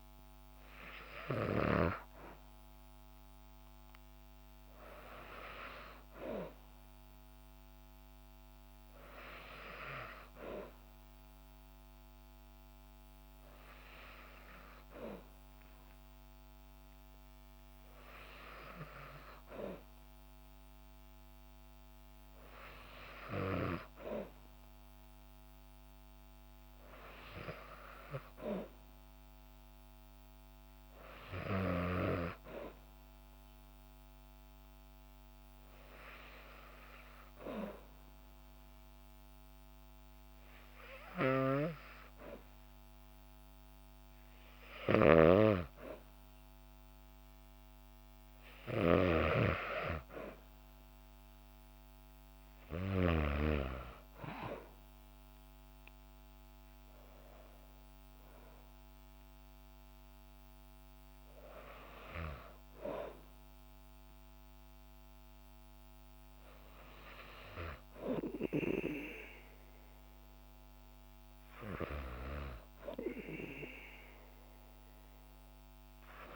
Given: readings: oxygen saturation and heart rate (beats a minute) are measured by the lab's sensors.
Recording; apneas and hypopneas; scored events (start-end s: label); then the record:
breathing in sleep by a microphone on the trachea; none
none scored
From the record:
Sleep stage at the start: N2 (light sleep); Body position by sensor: on the back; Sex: female